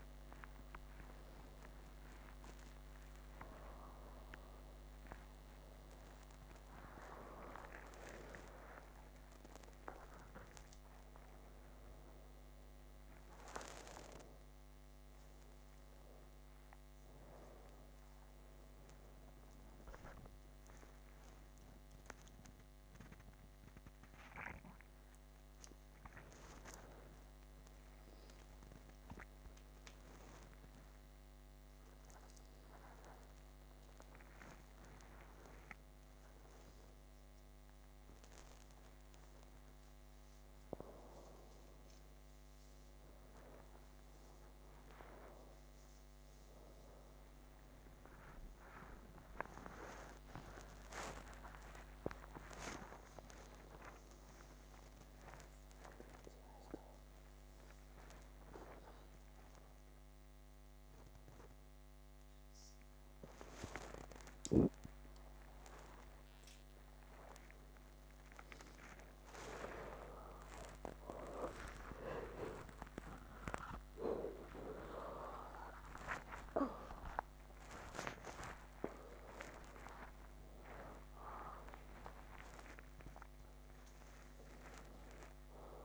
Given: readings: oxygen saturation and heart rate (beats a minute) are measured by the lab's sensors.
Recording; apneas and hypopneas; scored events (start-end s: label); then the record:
a person awake in a sleep study, by a microphone on the trachea; none
8.00-10.00 s: long interval between heartbeats (device-marked, heart rate 109 before, 109 extreme)
10.50-12.50 s: long interval between heartbeats (device-marked, heart rate 108 before, 128 extreme)
13.50-15.50 s: long interval between heartbeats (device-marked, heart rate 110 before, 128 extreme)
16.00-18.00 s: long interval between heartbeats (device-marked, heart rate 113 before, 128 extreme)
19.50-21.50 s: long interval between heartbeats (device-marked, heart rate 117 before, 121 extreme)
28.50-30.50 s: long interval between heartbeats (device-marked, heart rate 117 before, 99 extreme)
32.00-34.00 s: long interval between heartbeats (device-marked, heart rate 113 before, 107 extreme)
35.50-37.50 s: long interval between heartbeats (device-marked, heart rate 109 before, 116 extreme)
38.50-40.50 s: long interval between heartbeats (device-marked, heart rate 107 before, 130 extreme)
47.50-49.50 s: long interval between heartbeats (device-marked, heart rate 109 before, 89 extreme)
50.00-52.00 s: long interval between heartbeats (device-marked, heart rate 109 before, 118 extreme)
52.50-54.50 s: long interval between heartbeats (device-marked, heart rate 113 before, 144 extreme)
58.00-60.00 s: long interval between heartbeats (device-marked, heart rate 119 before, 110 extreme)
66.00-68.00 s: long interval between heartbeats (device-marked, heart rate 110 before, 97 extreme)
72.00-74.00 s: long interval between heartbeats (device-marked, heart rate 110 before, 107 extreme)
74.50-76.50 s: long interval between heartbeats (device-marked, heart rate 104 before, 128 extreme)
77.00-79.00 s: long interval between heartbeats (device-marked, heart rate 103 before, 154 extreme)
82.00-84.00 s: long interval between heartbeats (device-marked, heart rate 115 before, 136 extreme)
From the record:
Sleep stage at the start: awake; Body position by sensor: upright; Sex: female